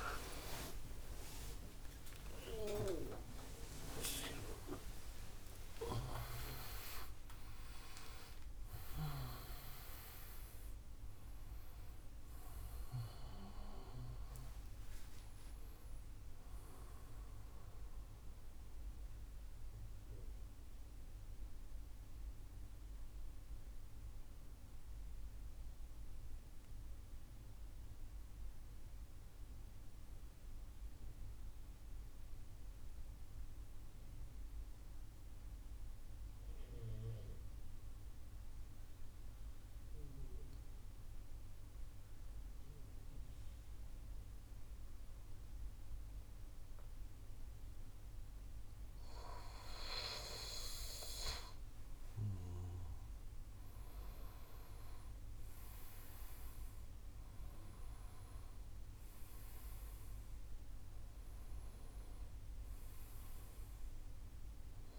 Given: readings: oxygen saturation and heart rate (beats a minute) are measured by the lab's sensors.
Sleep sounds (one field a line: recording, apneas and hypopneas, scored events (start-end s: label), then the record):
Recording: breathing in sleep by a room microphone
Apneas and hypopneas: 1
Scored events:
0.00-5.00 s: arousal
0.00-18.50 s: oxygen desaturation (device-marked, oxygen 88% lowest, heart rate 66 extreme)
18.50-48.50 s: mixed apnea (oxygen 95% before, 89% lowest, heart rate 86 before, 30 extreme, up 12 after)
42.50-64.99 s: oxygen desaturation (device-marked, oxygen 99% before, 91% lowest, heart rate 90 before, 30 extreme)
52.50-57.50 s: arousal
From the record:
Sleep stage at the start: N2 (light sleep)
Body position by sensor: on the right side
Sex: male